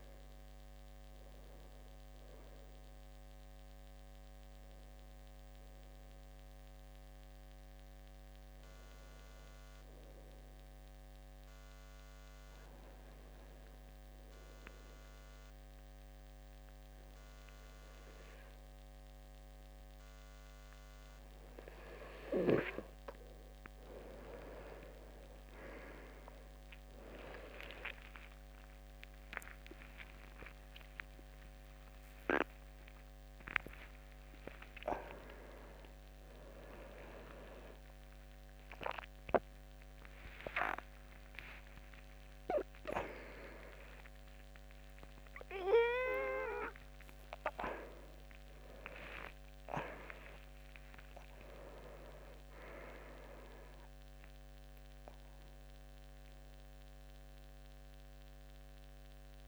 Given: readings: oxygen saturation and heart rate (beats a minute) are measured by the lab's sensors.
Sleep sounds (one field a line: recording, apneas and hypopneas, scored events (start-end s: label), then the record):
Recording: a person awake in a sleep study, by a microphone on the trachea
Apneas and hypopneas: 1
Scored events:
9.50-59.48 s: new sleep stage, awake
12.00-22.00 s: obstructive apnea (oxygen 97% before, 93% lowest, heart rate 78 before, 71 extreme, up 9 after)
55.50-59.48 s: oxygen desaturation (device-marked, oxygen 97% before, 93% lowest, heart rate 120 before, 70 extreme)
From the record:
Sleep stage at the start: N2 (light sleep)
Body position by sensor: on the back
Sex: male